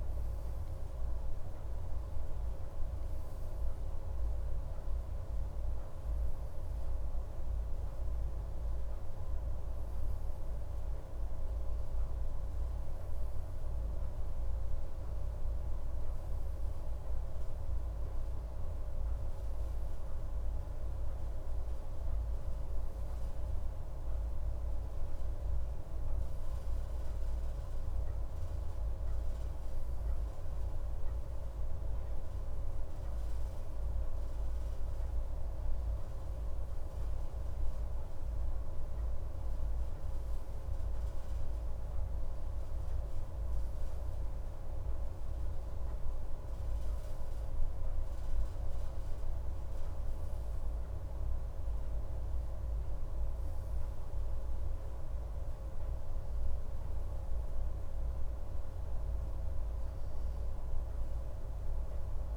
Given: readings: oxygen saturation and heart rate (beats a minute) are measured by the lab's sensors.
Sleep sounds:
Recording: a person partly awake in a sleep study, hard to hear, by a room microphone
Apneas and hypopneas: none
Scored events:
19.50-49.50 s: new sleep stage, N1 (lightest sleep)
49.50-62.37 s: new sleep stage, N2 (light sleep)
From the record:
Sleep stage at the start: awake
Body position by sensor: on the left side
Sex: male

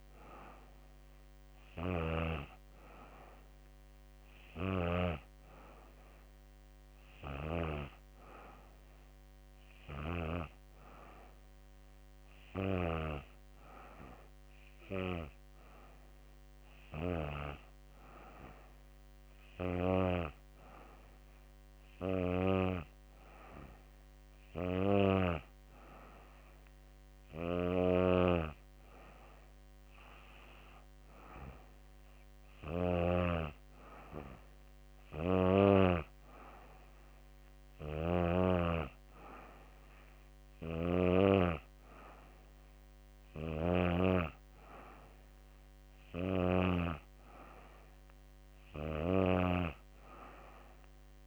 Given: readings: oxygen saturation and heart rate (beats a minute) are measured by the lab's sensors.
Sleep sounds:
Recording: breathing in sleep by a microphone on the trachea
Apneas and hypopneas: none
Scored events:
none scored
From the record:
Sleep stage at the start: N2 (light sleep)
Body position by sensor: on the back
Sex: female

